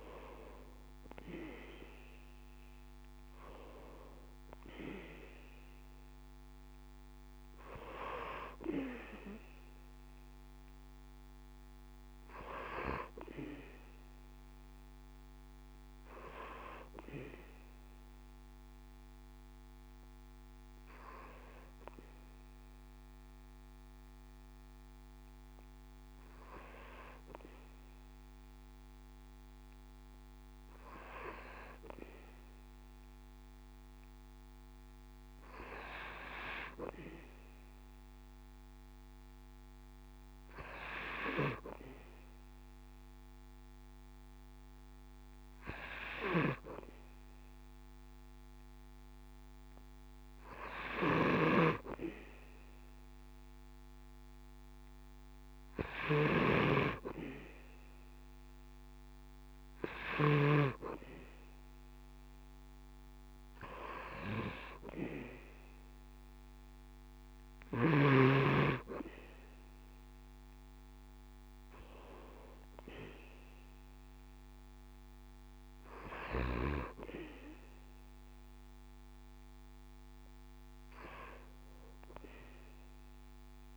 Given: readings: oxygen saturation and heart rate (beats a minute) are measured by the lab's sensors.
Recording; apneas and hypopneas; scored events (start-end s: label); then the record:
breathing in sleep by a microphone on the trachea; none
1.00-5.00 s: arousal
From the record:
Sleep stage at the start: N2 (light sleep); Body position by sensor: on the back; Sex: male